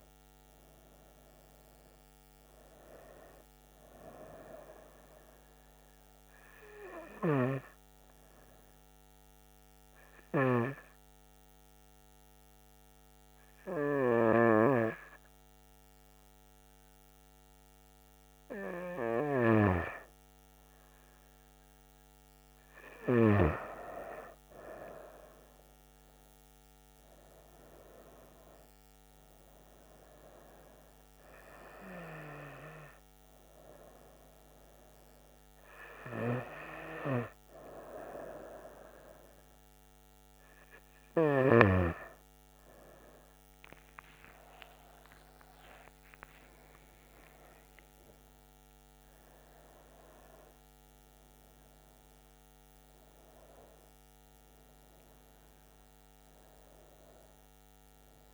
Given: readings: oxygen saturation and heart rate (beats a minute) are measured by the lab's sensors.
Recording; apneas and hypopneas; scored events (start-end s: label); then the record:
breathing in sleep by a microphone on the trachea; 1
4.50-20.50 s: hypopnea (oxygen 97% before, 95% lowest, heart rate 75 before, 66 extreme, up 4 after)
22.00-26.00 s: arousal
43.50-49.00 s: arousal
From the record:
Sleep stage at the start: N2 (light sleep); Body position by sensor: on the back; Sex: female